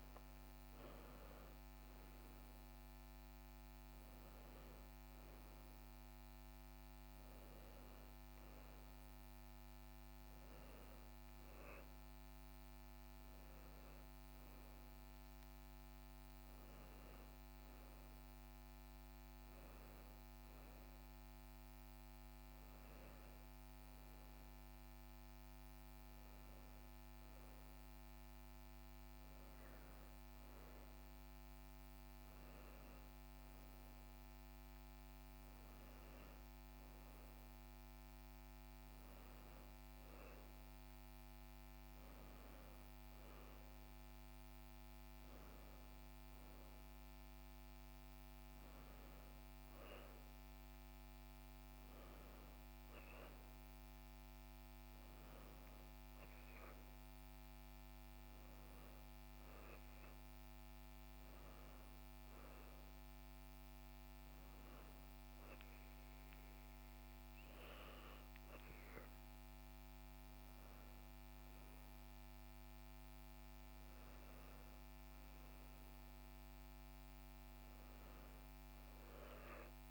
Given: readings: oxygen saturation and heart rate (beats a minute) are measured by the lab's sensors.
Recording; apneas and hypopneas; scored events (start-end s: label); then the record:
breathing in sleep, hard to hear, by a microphone on the trachea; none
none scored
From the record:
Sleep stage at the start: N1 (lightest sleep); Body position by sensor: on the back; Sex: female